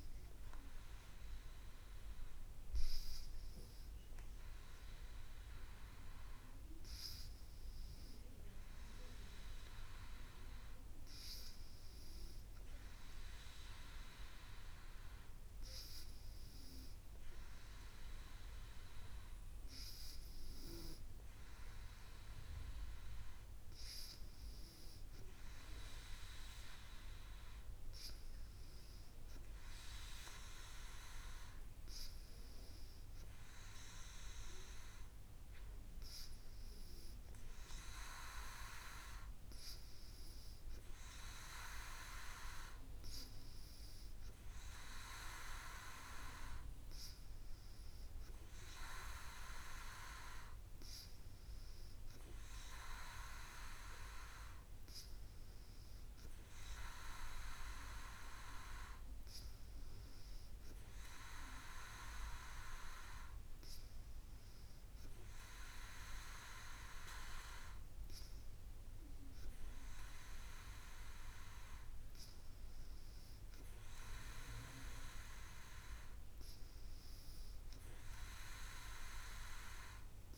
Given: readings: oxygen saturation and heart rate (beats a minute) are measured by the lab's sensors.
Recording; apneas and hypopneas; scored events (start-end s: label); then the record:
breathing in sleep by a room microphone; none
none scored
From the record:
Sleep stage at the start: N2 (light sleep); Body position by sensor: on the back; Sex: female